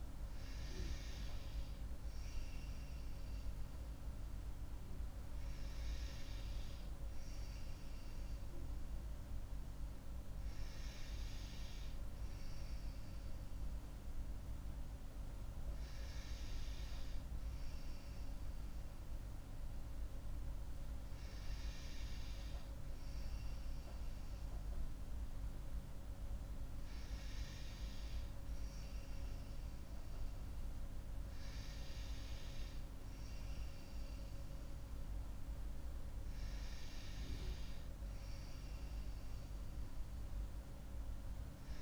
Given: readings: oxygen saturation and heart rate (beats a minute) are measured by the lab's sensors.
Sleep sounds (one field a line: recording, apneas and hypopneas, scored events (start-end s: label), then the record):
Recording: breathing in sleep, hard to hear, by a room microphone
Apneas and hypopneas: none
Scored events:
none scored
From the record:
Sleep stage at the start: N2 (light sleep)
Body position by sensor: on the right side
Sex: female